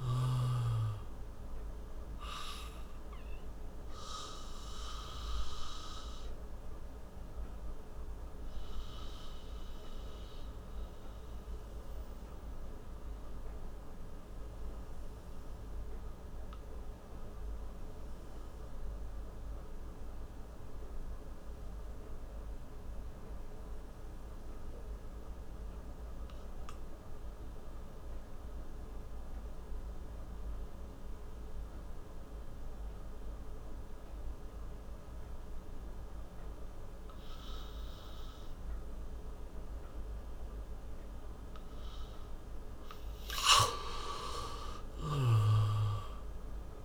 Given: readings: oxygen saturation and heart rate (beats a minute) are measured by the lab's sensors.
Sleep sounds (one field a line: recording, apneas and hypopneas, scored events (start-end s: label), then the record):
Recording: breathing in sleep by a room microphone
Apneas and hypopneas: 1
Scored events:
0.00-25.50 s: oxygen desaturation (device-marked, oxygen 81% lowest)
1.00-42.00 s: obstructive apnea (oxygen 98% before, 81% lowest)
44.00-46.84 s: arousal
From the record:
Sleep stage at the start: N2 (light sleep)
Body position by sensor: on the back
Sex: male